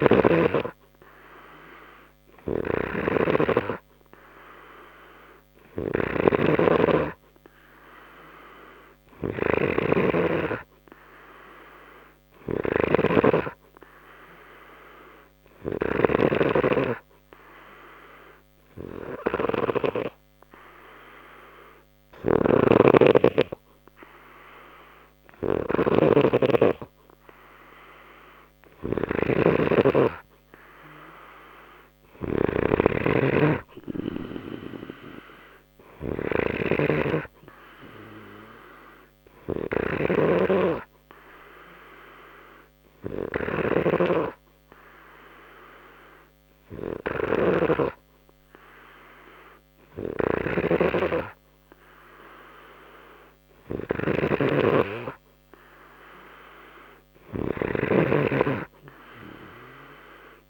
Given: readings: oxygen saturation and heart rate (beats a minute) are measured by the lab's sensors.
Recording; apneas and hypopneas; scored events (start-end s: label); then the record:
breathing in sleep by a microphone on the trachea; 1
0.00-16.00 s: snoring (device-marked)
14.00-27.50 s: obstructive apnea (oxygen 94% before, 92% lowest, heart rate 60 before, 59 extreme, up 1 after)
22.00-60.50 s: snoring (device-marked)
29.50-34.00 s: arousal
From the record:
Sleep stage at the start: N2 (light sleep); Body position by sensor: on the left side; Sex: male